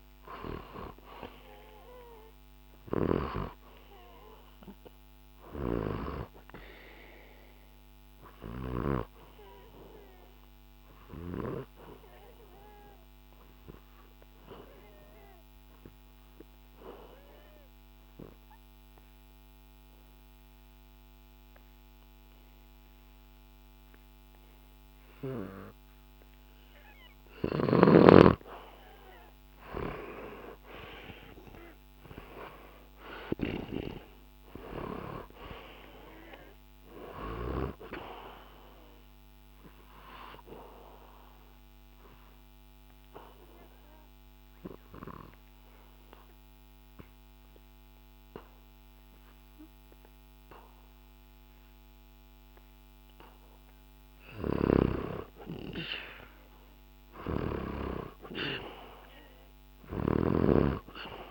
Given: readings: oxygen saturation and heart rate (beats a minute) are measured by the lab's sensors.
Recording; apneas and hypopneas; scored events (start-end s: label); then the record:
breathing in sleep by a microphone on the trachea; 2
0.00-24.50 s: oxygen desaturation (device-marked, oxygen 88% lowest, heart rate 65 extreme)
6.50-27.00 s: obstructive apnea (oxygen 95% before, 88% lowest, heart rate 66 before, 65 extreme, up 0 after)
29.00-33.50 s: arousal
35.50-55.50 s: oxygen desaturation (device-marked, oxygen 98% before, 90% lowest, heart rate 67 before, 66 extreme)
38.50-53.50 s: obstructive apnea (oxygen 98% before, 89% lowest, heart rate 67 before, 66 extreme, up 1 after)
54.00-57.50 s: snoring (device-marked)
55.00-59.00 s: arousal
59.50-61.31 s: snoring (device-marked)
From the record:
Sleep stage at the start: N2 (light sleep); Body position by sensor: on the back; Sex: male